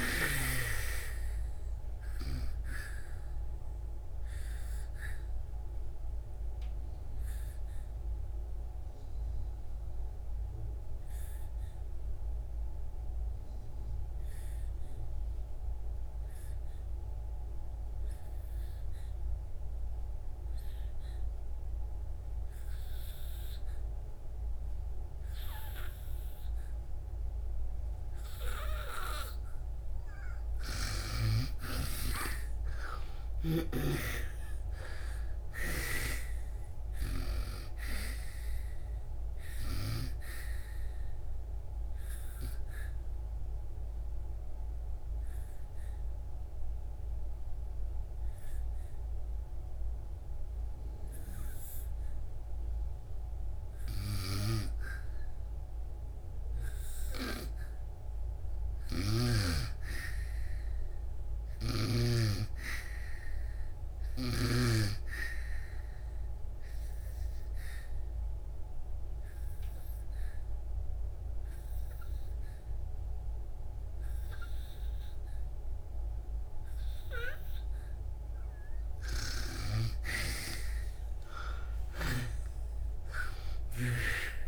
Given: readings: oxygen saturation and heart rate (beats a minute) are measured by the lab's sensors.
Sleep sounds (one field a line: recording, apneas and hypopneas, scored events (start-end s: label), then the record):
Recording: breathing in sleep by a room microphone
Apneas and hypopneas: 3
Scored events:
0.00-1.50 s: arousal
4.50-30.00 s: obstructive apnea (oxygen 97% before, 84% lowest, heart rate 83 before, 57 extreme, up 54 after)
6.50-26.50 s: oxygen desaturation (device-marked, oxygen 97% before, 88% lowest, heart rate 87 before, 57 extreme)
31.50-63.50 s: oxygen desaturation (device-marked, oxygen 98% before, 84% lowest, heart rate 72 before, 57 extreme)
32.50-36.50 s: arousal
41.50-53.00 s: obstructive apnea (oxygen 98% before, 84% lowest, heart rate 96 before, 57 extreme, up 11 after)
60.00-64.50 s: arousal
67.00-79.00 s: obstructive apnea (oxygen 98% before, 84% lowest, heart rate 64 before, 57 extreme, up 22 after)
76.50-84.48 s: oxygen desaturation (device-marked, oxygen 98% before, 85% lowest, heart rate 71 before, 57 extreme)
80.00-84.00 s: arousal
From the record:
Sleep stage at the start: N2 (light sleep)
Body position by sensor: on the back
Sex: female